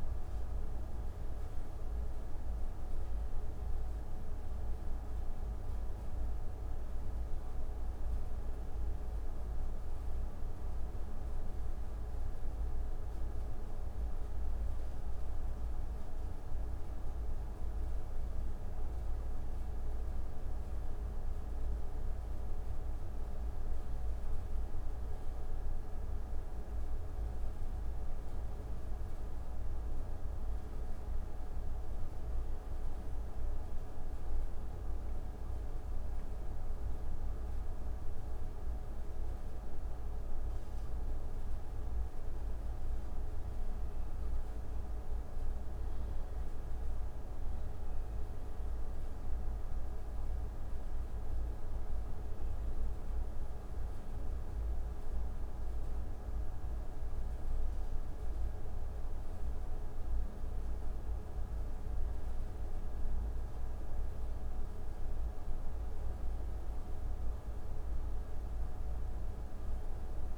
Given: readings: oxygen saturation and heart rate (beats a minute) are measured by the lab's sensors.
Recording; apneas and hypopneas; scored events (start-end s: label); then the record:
breathing in sleep, hard to hear, by a room microphone; none
34.00-38.50 s: arousal
From the record:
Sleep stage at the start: N1 (lightest sleep); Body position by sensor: on the back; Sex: male